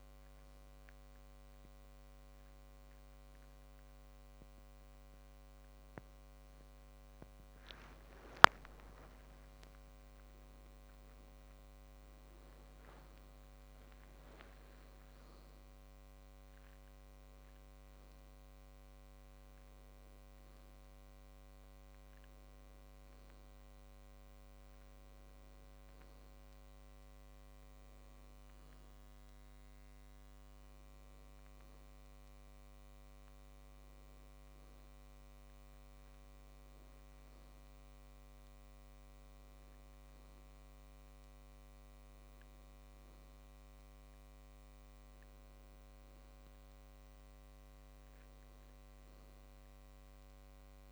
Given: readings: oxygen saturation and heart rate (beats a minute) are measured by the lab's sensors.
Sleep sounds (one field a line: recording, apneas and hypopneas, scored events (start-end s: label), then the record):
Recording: a person awake in a sleep study, hard to hear, by a microphone on the trachea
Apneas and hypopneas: none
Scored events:
17.50-50.92 s: new sleep stage, awake
From the record:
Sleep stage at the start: N1 (lightest sleep)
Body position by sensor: on the back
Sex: male